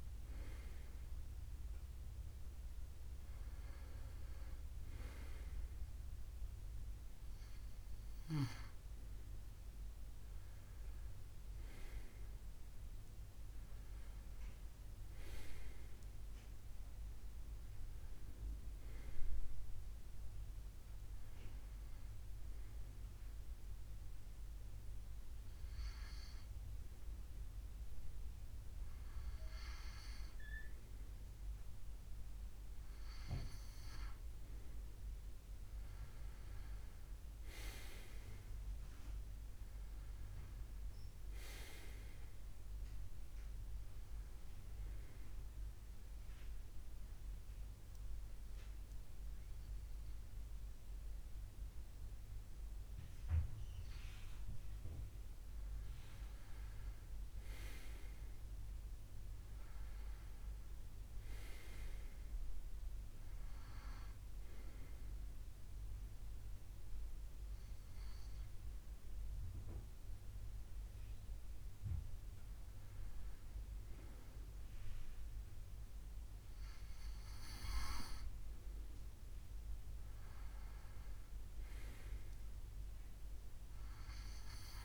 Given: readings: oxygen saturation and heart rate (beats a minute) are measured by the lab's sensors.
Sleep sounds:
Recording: breathing in sleep by a room microphone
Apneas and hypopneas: 2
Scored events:
4.50-21.50 s: oxygen desaturation (device-marked, oxygen 97% before, 93% lowest, heart rate 73 before, 72 extreme)
23.00-33.00 s: hypopnea (oxygen 97% before, 91% lowest, heart rate 75 before, 72 extreme, up 7 after)
36.50-40.50 s: arousal
44.50-55.00 s: mixed apnea (oxygen 95% before, 91% lowest, heart rate 75 before, 72 extreme, up 0 after)
48.50-84.85 s: new sleep stage, N2 (light sleep)
59.00-63.50 s: arousal
69.50-79.50 s: oxygen desaturation (device-marked, oxygen 95% before, 91% lowest, heart rate 76 before, 72 extreme)
From the record:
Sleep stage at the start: N1 (lightest sleep)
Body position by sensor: on the left side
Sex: male

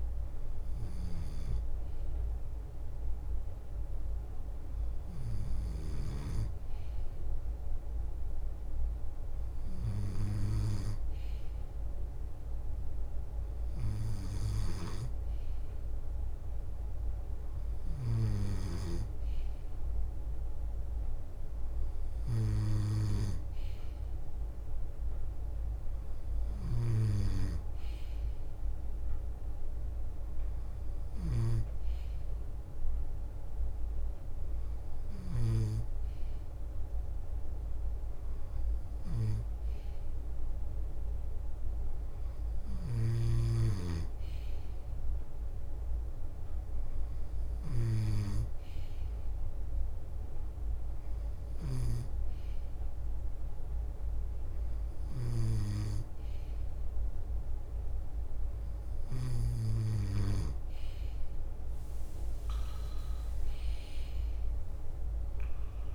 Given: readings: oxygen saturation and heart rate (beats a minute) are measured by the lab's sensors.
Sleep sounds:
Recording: breathing in sleep by a room microphone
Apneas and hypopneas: none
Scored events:
0.00-1.00 s: leg movement (device-marked)
0.00-21.00 s: drop in pulse transit time (device-marked, heart rate 53 extreme)
0.00-61.00 s: bradycardia (device-marked, heart rate 53 extreme)
2.00-7.50 s: leg movement (device-marked)
8.50-14.00 s: leg movement (device-marked)
15.00-21.50 s: leg movement (device-marked)
21.50-27.50 s: leg movement (device-marked)
29.00-34.50 s: leg movement (device-marked)
35.50-40.00 s: leg movement (device-marked)
41.00-50.00 s: leg movement (device-marked)
51.00-55.50 s: leg movement (device-marked)
56.00-61.00 s: leg movement (device-marked)
61.00-65.95 s: leg movement (device-marked)
From the record:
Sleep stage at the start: N2 (light sleep)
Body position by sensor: on the back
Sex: male

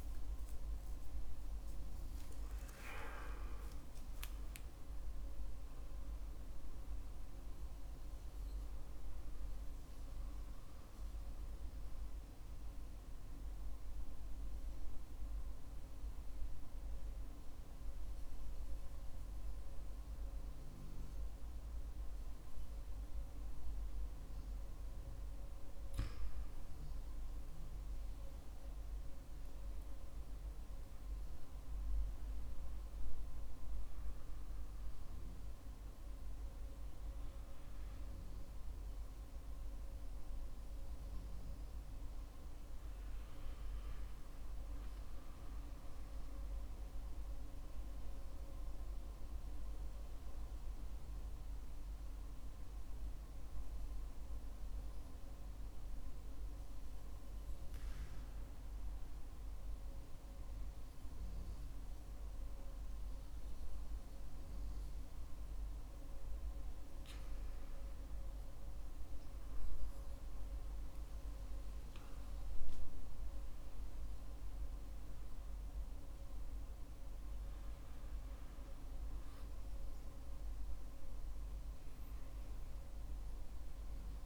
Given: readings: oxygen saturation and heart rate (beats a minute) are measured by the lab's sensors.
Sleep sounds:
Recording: breathing in sleep, hard to hear, by a room microphone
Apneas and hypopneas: 2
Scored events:
0.00-2.00 s: arousal
0.00-3.00 s: tachycardia (device-marked, heart rate 148 extreme)
15.00-25.00 s: obstructive apnea (oxygen 97% before, 95% lowest, heart rate 91 before, 55 extreme, up 10 after)
30.50-34.50 s: arousal
47.50-65.00 s: hypopnea (oxygen 97% before, 95% lowest, heart rate 62 before, 51 extreme, up 18 after)
68.50-73.50 s: arousal
From the record:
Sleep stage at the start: N2 (light sleep)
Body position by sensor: on the back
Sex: male

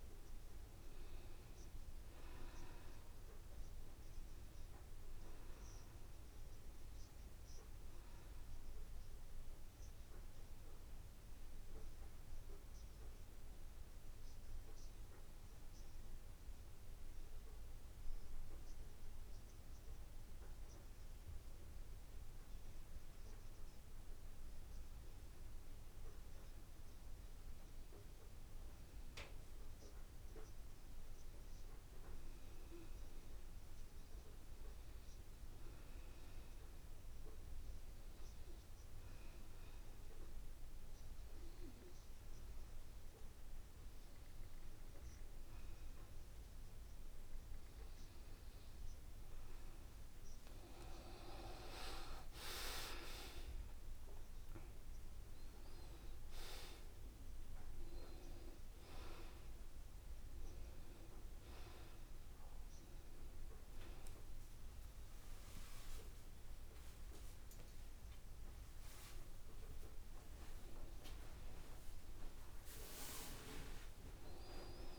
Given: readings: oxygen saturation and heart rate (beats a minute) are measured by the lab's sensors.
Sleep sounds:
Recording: breathing in sleep by a room microphone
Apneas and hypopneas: 2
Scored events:
0.00-1.00 s: arousal
9.00-20.00 s: obstructive apnea (oxygen 93% before, 90% lowest, heart rate 76 before, 75 extreme, up 3 after)
23.50-27.00 s: arousal
38.50-48.50 s: obstructive apnea (oxygen 93% before, 90% lowest, heart rate 76 before, 73 extreme, up 4 after)
55.00-58.50 s: arousal
65.50-67.50 s: long interval between heartbeats (device-marked, heart rate 76 before, 97 extreme)
69.00-71.00 s: long interval between heartbeats (device-marked, heart rate 82 before, 150 extreme)
From the record:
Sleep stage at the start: N2 (light sleep)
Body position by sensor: on the back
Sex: male

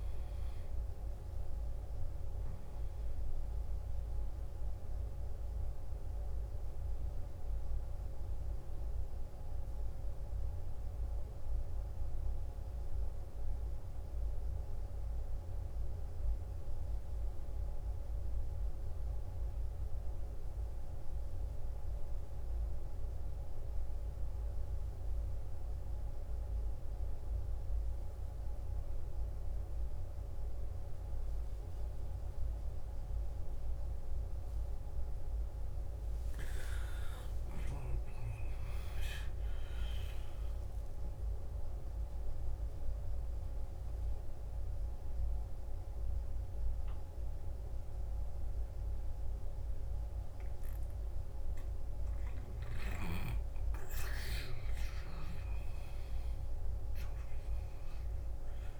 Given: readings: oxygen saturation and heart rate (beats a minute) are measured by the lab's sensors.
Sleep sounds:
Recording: breathing in sleep, hard to hear, by a room microphone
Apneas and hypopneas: 1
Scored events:
0.00-12.00 s: oxygen desaturation (device-marked, oxygen 94% lowest, heart rate 54 extreme)
5.00-36.00 s: mixed apnea (oxygen 99% before, 88% lowest, heart rate 63 before, 54 extreme, up 15 after)
26.00-58.00 s: oxygen desaturation (device-marked, oxygen 97% before, 88% lowest, heart rate 56 before, 54 extreme)
37.00-41.50 s: arousal
From the record:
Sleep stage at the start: N2 (light sleep)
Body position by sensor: on the left side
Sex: male

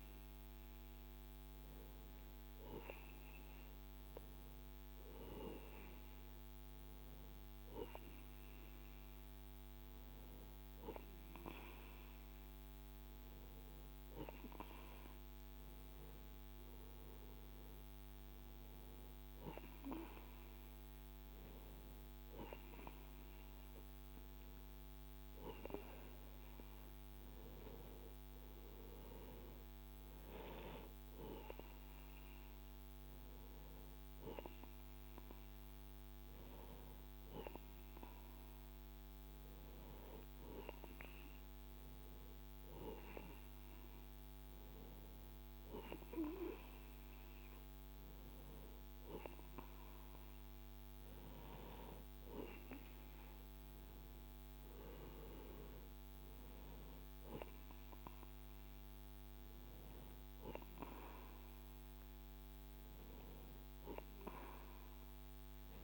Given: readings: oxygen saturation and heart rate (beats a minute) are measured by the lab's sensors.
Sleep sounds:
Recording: breathing in sleep by a microphone on the trachea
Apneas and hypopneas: none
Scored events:
22.00-26.00 s: arousal
From the record:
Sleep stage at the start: N2 (light sleep)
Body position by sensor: on the right side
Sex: male

